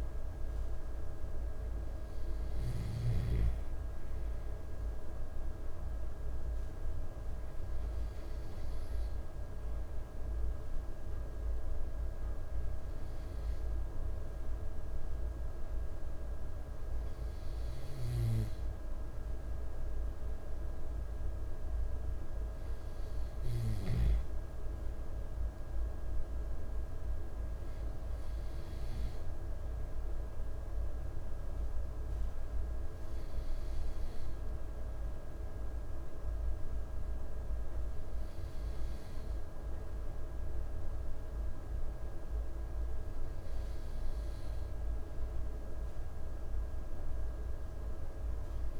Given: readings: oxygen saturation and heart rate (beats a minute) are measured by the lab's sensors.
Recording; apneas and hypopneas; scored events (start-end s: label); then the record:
breathing in sleep, hard to hear, by a room microphone; none
18.00-24.00 s: snoring (device-marked)
From the record:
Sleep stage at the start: N2 (light sleep); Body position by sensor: on the back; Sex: male